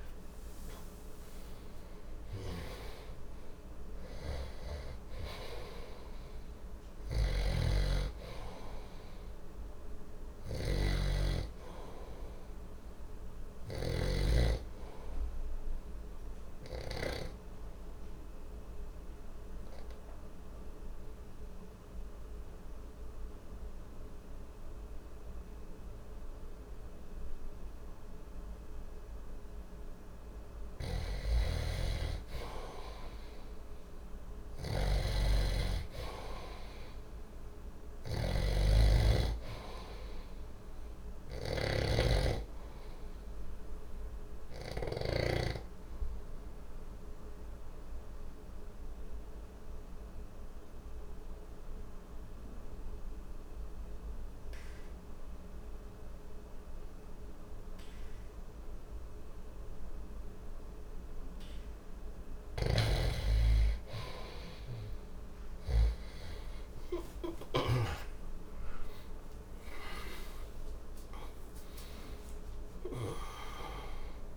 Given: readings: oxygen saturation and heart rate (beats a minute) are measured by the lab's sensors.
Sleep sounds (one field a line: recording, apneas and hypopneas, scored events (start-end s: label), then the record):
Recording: breathing in sleep by a room microphone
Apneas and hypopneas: 2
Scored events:
0.00-2.50 s: arousal
7.00-14.00 s: snoring (device-marked)
14.50-30.00 s: mixed apnea (oxygen 94% before, 92% lowest, heart rate 63 before, 59 extreme, up 1 after)
32.50-36.00 s: arousal
34.00-45.00 s: snoring (device-marked)
45.00-61.00 s: obstructive apnea (oxygen 97% before, 92% lowest, heart rate 60 before, 60 extreme, up 28 after)
53.00-62.00 s: oxygen desaturation (device-marked, oxygen 95% before, 92% lowest, heart rate 60 before, 60 extreme)
62.00-67.50 s: snoring (device-marked)
66.50-72.00 s: arousal
From the record:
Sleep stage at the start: N2 (light sleep)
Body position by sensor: on the back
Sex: male